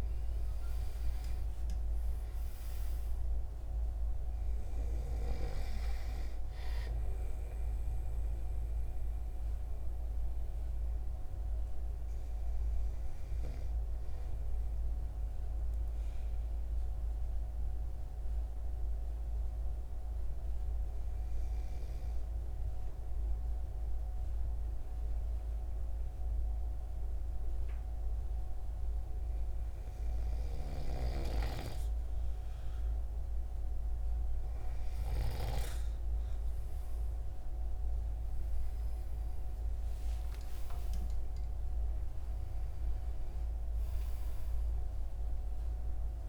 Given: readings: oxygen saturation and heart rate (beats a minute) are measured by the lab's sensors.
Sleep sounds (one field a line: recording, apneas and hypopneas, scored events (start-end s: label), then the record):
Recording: breathing in sleep by a room microphone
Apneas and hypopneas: 1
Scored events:
0.00-14.50 s: oxygen desaturation (device-marked, oxygen 92% lowest, heart rate 41 extreme)
8.00-30.50 s: hypopnea (oxygen 97% before, 92% lowest, heart rate 72 before, 70 extreme, up 11 after)
39.00-43.00 s: arousal
From the record:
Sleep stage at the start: N2 (light sleep)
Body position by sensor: on the right side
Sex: male